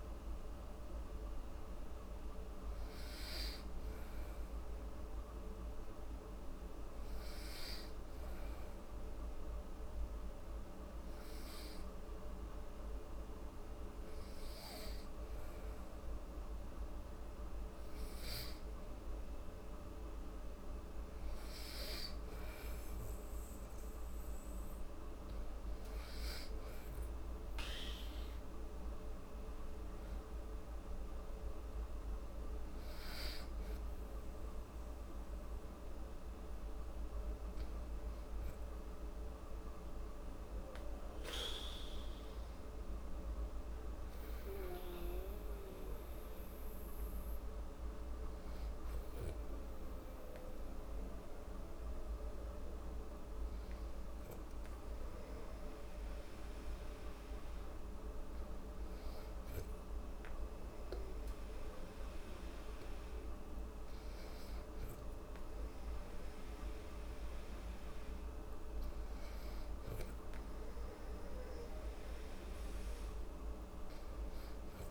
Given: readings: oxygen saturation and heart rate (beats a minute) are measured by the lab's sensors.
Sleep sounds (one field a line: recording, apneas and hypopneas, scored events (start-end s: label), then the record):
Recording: breathing in sleep, hard to hear, by a room microphone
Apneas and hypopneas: 1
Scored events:
5.00-19.50 s: hypopnea (oxygen 97% before, 93% lowest, heart rate 70 before, 69 extreme, up 3 after)
21.50-24.50 s: arousal
22.50-38.50 s: oxygen desaturation (device-marked, oxygen 97% before, 93% lowest, heart rate 71 before, 69 extreme)
From the record:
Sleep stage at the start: N2 (light sleep)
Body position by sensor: on the back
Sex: female